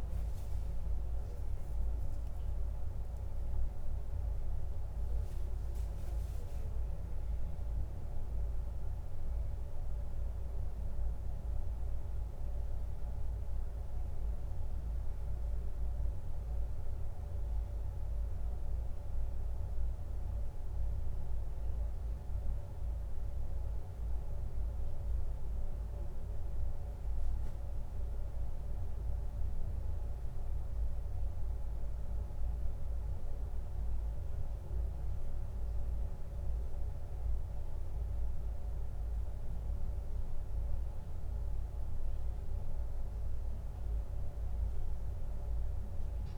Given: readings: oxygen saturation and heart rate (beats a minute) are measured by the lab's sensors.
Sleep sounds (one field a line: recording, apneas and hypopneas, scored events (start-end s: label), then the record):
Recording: breathing in sleep, hard to hear, by a room microphone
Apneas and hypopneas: none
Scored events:
none scored
From the record:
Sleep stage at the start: N1 (lightest sleep)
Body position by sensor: on the back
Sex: male